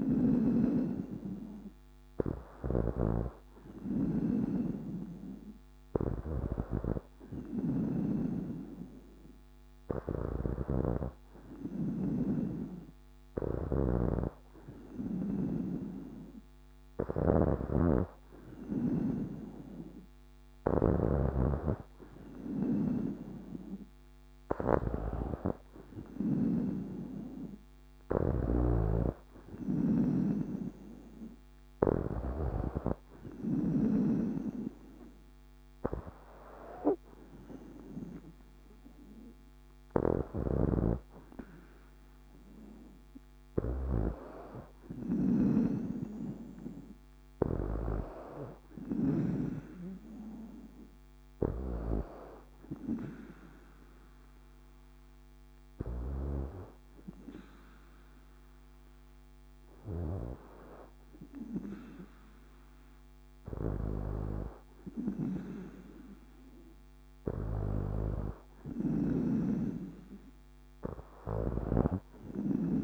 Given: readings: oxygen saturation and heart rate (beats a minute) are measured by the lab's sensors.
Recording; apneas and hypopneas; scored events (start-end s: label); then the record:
breathing in sleep by a microphone on the trachea; none
2.00-33.50 s: snoring (device-marked)
40.00-49.00 s: snoring (device-marked)
71.00-72.84 s: snoring (device-marked)
From the record:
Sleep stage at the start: N2 (light sleep); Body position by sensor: on the back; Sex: female